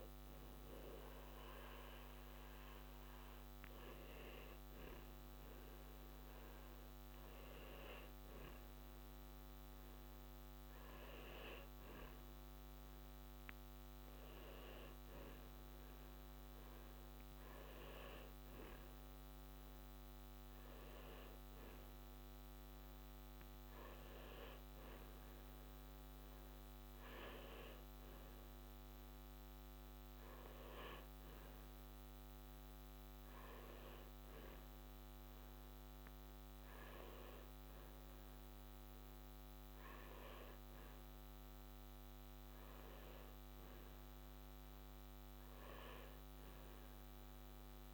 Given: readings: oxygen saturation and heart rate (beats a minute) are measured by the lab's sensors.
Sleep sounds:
a person partly awake in a sleep study, hard to hear, by a microphone on the trachea; none
5.00-47.93 s: new sleep stage, N1 (lightest sleep)
From the record:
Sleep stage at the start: awake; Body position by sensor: on the back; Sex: male

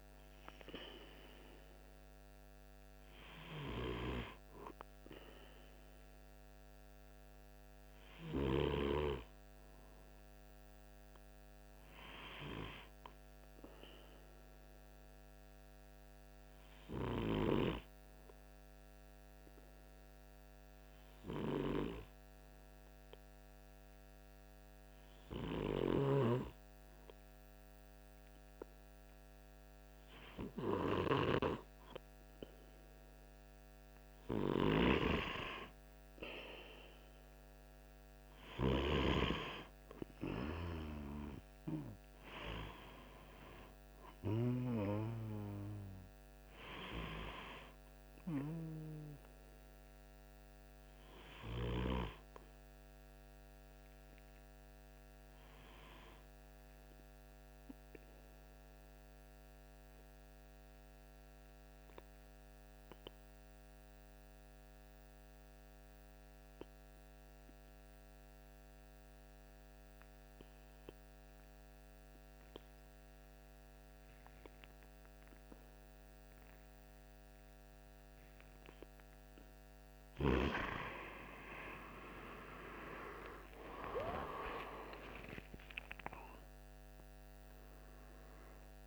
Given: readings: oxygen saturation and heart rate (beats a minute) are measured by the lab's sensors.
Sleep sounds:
breathing in sleep by a microphone on the trachea; 2
14.50-33.00 s: obstructive apnea (oxygen 97% before, 94% lowest, heart rate 47 before, 45 extreme, up 3 after)
36.00-40.50 s: arousal
57.00-80.00 s: obstructive apnea (oxygen 97% before, 91% lowest, heart rate 47 before, 44 extreme, up 6 after)
81.50-86.00 s: arousal
From the record:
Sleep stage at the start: N2 (light sleep); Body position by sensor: on the right side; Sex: male

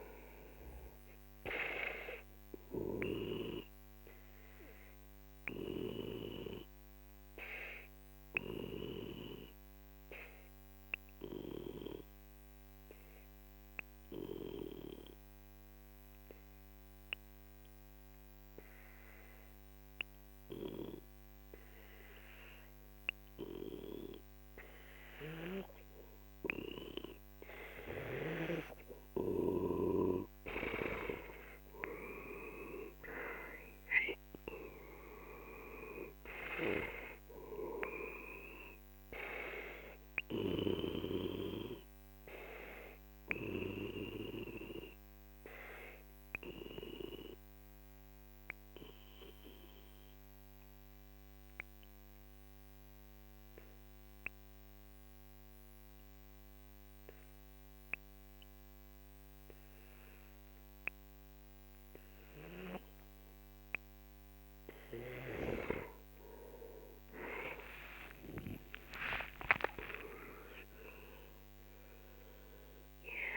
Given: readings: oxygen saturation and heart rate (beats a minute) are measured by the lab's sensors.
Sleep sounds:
breathing in sleep by a microphone on the trachea; 2
0.50-19.50 s: oxygen desaturation (device-marked, oxygen 97% before, 92% lowest, heart rate 52 before, 43 extreme)
5.00-29.50 s: obstructive apnea (oxygen 97% before, 90% lowest, heart rate 53 before, 42 extreme, up 12 after)
29.50-50.50 s: oxygen desaturation (device-marked, oxygen 97% before, 90% lowest, heart rate 47 before, 42 extreme)
31.50-36.00 s: arousal
41.50-65.50 s: obstructive apnea (oxygen 97% before, 90% lowest, heart rate 54 before, 42 extreme, up 37 after)
67.00-71.00 s: arousal
71.50-73.37 s: oxygen desaturation (device-marked, oxygen 98% before, 92% lowest, heart rate 52 before, 43 extreme)
From the record:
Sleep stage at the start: N2 (light sleep); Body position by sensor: on the back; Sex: male

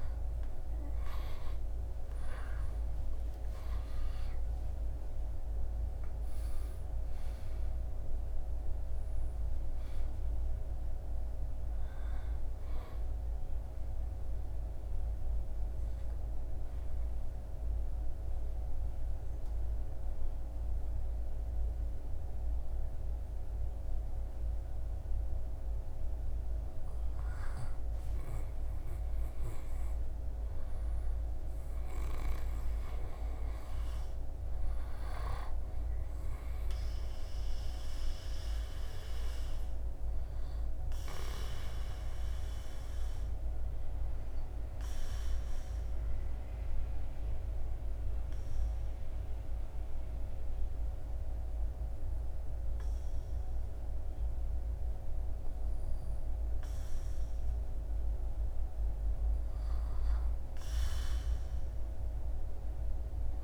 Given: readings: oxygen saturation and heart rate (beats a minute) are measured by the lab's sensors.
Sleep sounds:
breathing in sleep, hard to hear, by a room microphone; 2
0.00-3.00 s: arousal
2.00-25.00 s: oxygen desaturation (device-marked, oxygen 98% before, 94% lowest, heart rate 78 before, 75 extreme)
12.50-25.50 s: obstructive apnea (oxygen 98% before, 94% lowest, heart rate 81 before, 75 extreme, up 5 after)
27.50-32.00 s: arousal
32.00-56.00 s: oxygen desaturation (device-marked, oxygen 99% before, 95% lowest, heart rate 77 before, 72 extreme)
44.50-58.00 s: obstructive apnea (oxygen 99% before, 94% lowest, heart rate 78 before, 72 extreme, up 2 after)
57.00-63.44 s: new sleep stage, N2 (light sleep)
60.00-63.44 s: arousal
From the record:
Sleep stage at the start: REM sleep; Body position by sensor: on the back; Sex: male

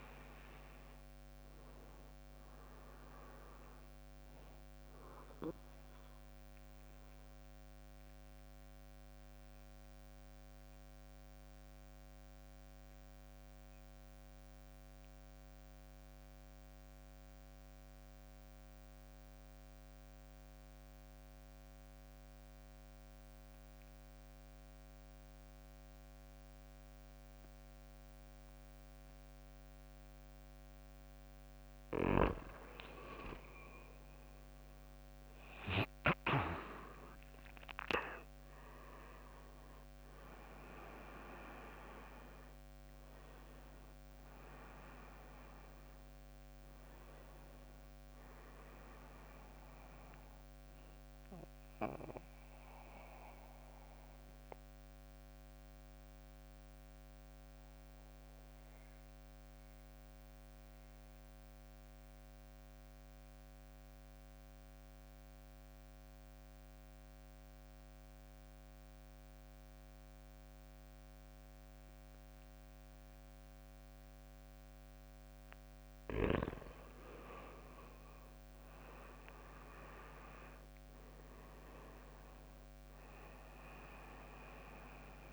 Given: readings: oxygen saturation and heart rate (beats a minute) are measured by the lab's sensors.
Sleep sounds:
breathing in sleep by a microphone on the trachea; 2
0.00-8.50 s: drop in pulse transit time (device-marked, heart rate 57 extreme)
0.00-20.50 s: oxygen desaturation (device-marked, oxygen 91% lowest, heart rate 52 extreme)
7.00-30.50 s: mixed apnea (oxygen 98% before, 89% lowest, heart rate 66 before, 52 extreme, up 9 after)
31.50-56.50 s: oxygen desaturation (device-marked, oxygen 99% before, 89% lowest, heart rate 58 before, 53 extreme)
33.50-38.50 s: arousal
35.50-53.50 s: drop in pulse transit time (device-marked, heart rate 60 before, 61 extreme)
53.00-75.00 s: mixed apnea (oxygen 99% before, 90% lowest, heart rate 68 before, 53 extreme, up 12 after)
76.50-85.33 s: oxygen desaturation (device-marked, oxygen 98% before, 90% lowest, heart rate 58 before, 53 extreme)
78.00-82.50 s: arousal
78.50-85.33 s: drop in pulse transit time (device-marked, heart rate 59 before, 65 extreme)
From the record:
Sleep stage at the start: N2 (light sleep); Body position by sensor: on the back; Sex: male

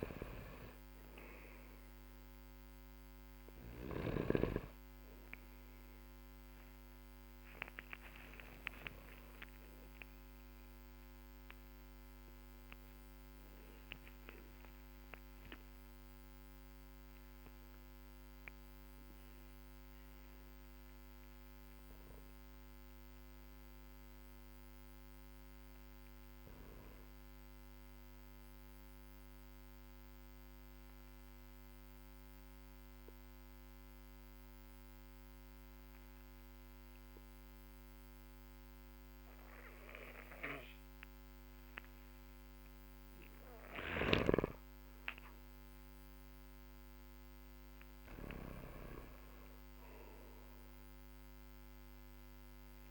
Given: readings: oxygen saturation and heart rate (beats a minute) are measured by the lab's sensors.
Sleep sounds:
breathing in sleep by a microphone on the trachea; 1
0.00-3.50 s: snoring (device-marked)
0.00-35.00 s: oxygen desaturation (device-marked, oxygen 94% lowest, heart rate 46 extreme)
18.50-22.50 s: arousal
28.00-43.00 s: obstructive apnea (oxygen 96% before, 93% lowest, heart rate 62 before, 44 extreme, up 9 after)
From the record:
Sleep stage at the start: N2 (light sleep); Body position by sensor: on the back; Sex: male

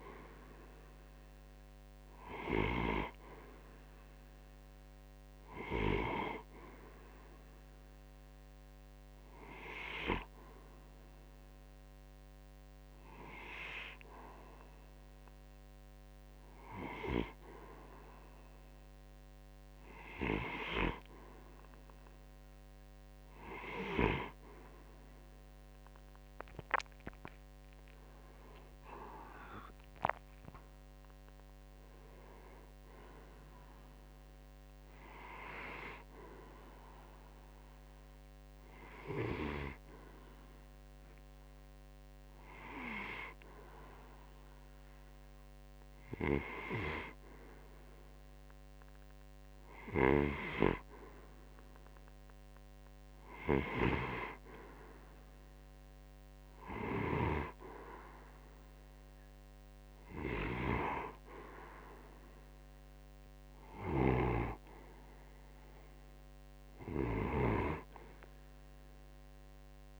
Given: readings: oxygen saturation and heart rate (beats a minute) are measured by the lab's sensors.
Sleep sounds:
breathing in sleep by a microphone on the trachea; none
63.00-67.00 s: snoring (device-marked)
From the record:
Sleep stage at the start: N2 (light sleep); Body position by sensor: on the right side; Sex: male

